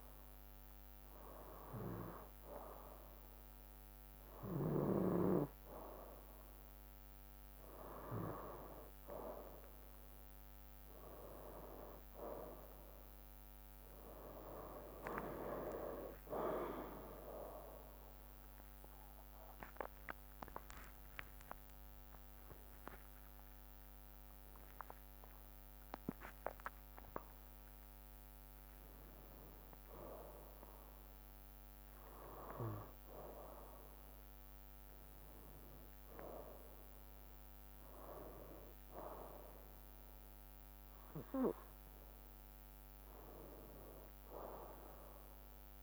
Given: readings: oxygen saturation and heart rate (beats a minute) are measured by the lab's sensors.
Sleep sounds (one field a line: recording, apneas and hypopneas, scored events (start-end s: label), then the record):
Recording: breathing in sleep by a microphone on the trachea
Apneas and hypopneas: none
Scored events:
15.50-28.50 s: drop in pulse transit time (device-marked, heart rate 65 before, 66 extreme)
21.50-25.50 s: arousal
From the record:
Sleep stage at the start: N2 (light sleep)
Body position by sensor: on the right side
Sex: male